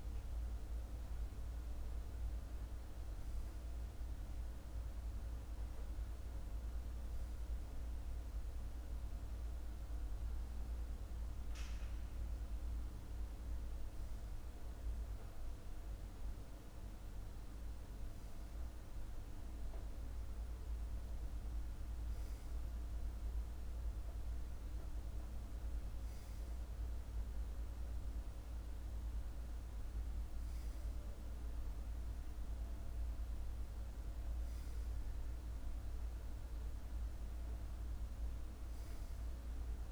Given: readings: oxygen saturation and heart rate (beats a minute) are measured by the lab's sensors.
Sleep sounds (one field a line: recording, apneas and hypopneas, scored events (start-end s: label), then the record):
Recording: breathing in sleep, hard to hear, by a room microphone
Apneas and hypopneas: none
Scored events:
none scored
From the record:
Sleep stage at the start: N2 (light sleep)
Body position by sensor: on the left side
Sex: male